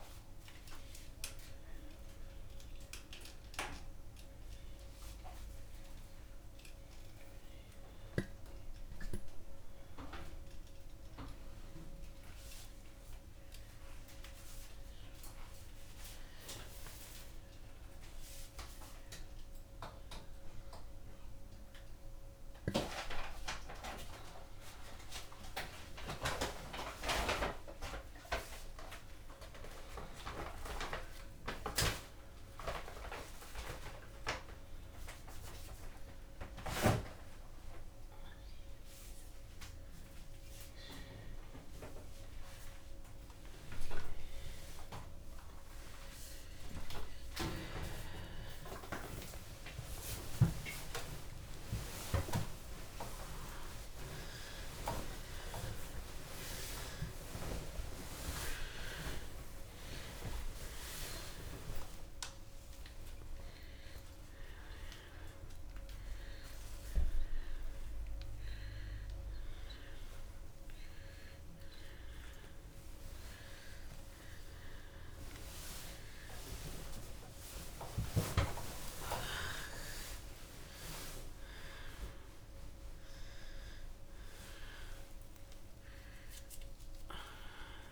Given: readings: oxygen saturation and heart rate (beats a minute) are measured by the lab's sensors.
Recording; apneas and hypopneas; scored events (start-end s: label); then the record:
a person awake in a sleep study, by a room microphone; none
16.00-23.00 s: oxygen desaturation (device-marked, oxygen 100% before, 97% lowest)
From the record:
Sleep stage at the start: awake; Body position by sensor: upright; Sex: female